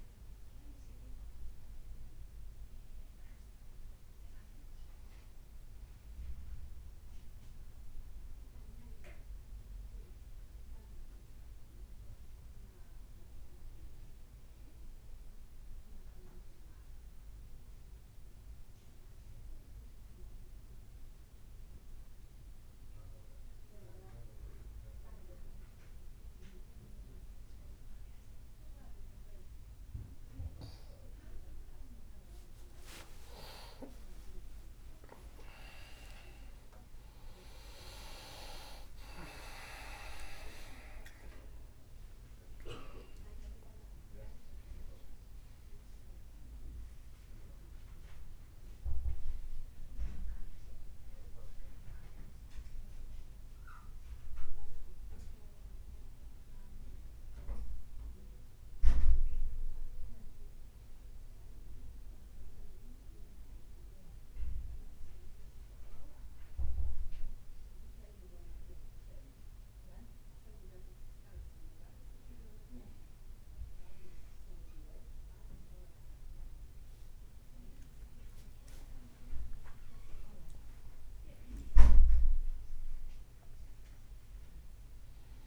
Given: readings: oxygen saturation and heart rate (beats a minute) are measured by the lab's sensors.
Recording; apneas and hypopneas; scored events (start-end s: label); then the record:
breathing in sleep by a room microphone; 1
14.50-31.00 s: obstructive apnea (oxygen 96% before, 94% lowest, heart rate 57 before, 53 extreme, up 8 after)
32.50-38.50 s: arousal
49.00-85.47 s: new sleep stage, N1 (lightest sleep)
72.50-74.50 s: long interval between heartbeats (device-marked, heart rate 61 before, 64 extreme)
77.00-81.50 s: leg movement (device-marked)
77.50-83.00 s: arousal
From the record:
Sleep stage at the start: N2 (light sleep); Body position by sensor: on the back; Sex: male